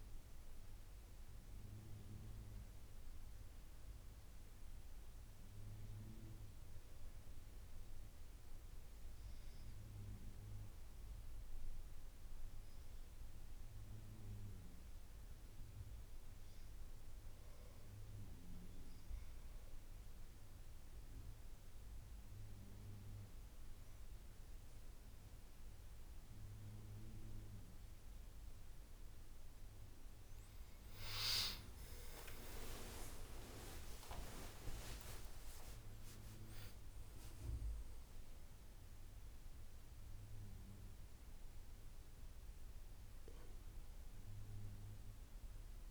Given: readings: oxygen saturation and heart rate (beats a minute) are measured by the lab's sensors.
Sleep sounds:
breathing in sleep by a room microphone; 1
6.00-19.50 s: obstructive apnea (oxygen 94% before, 90% lowest, heart rate 84 before, 84 extreme, up 6 after)
26.00-45.91 s: new sleep stage, N1 (lightest sleep)
31.00-36.00 s: arousal
From the record:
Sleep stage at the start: N2 (light sleep); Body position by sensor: on the back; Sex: male

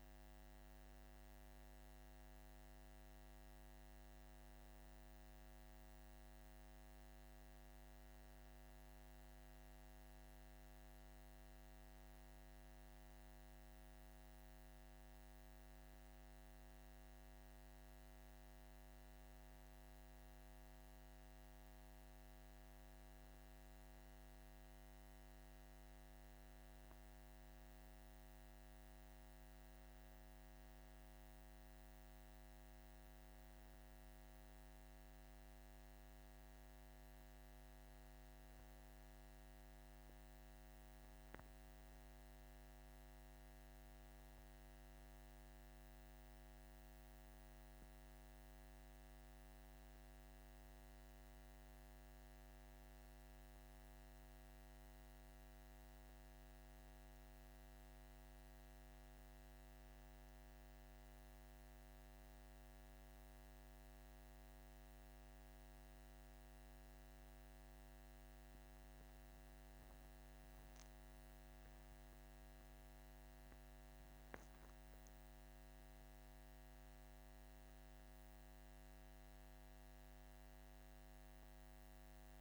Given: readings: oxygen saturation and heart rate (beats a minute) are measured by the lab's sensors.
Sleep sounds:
breathing in sleep, hard to hear, by a microphone on the trachea; none
70.00-74.50 s: arousal
From the record:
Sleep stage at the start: N2 (light sleep); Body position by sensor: on the back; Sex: male

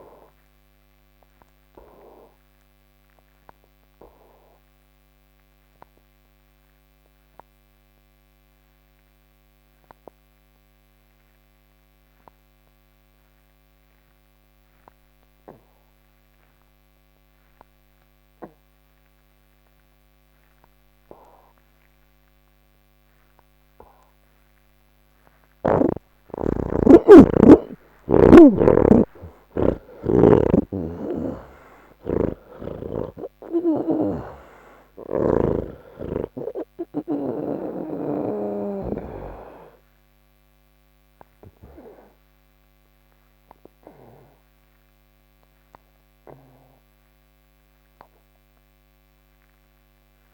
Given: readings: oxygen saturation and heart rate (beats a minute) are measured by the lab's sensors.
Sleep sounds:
breathing in sleep by a microphone on the trachea; none
0.00-16.00 s: oxygen desaturation (device-marked, oxygen 81% lowest, heart rate 66 extreme)
18.00-32.00 s: oxygen desaturation (device-marked, oxygen 98% before, 91% lowest, heart rate 109 before, 83 extreme)
39.00-50.34 s: oxygen desaturation (device-marked, oxygen 93% before, 76% lowest, heart rate 106 before, 29 extreme)
From the record:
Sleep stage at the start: N1 (lightest sleep); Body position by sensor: on the back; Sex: male

